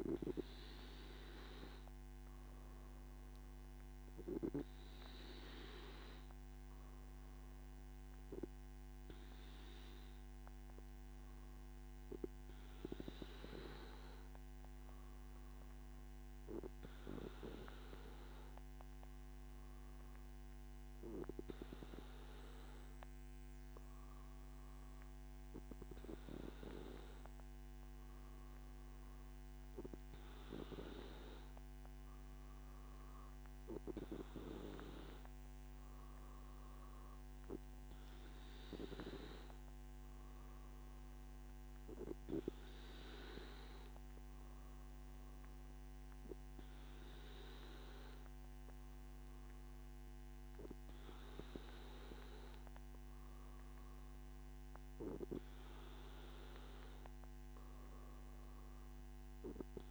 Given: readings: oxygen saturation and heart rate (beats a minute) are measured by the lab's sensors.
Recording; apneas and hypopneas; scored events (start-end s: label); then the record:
breathing in sleep by a microphone on the trachea; none
none scored
From the record:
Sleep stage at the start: N2 (light sleep); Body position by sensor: on the back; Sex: male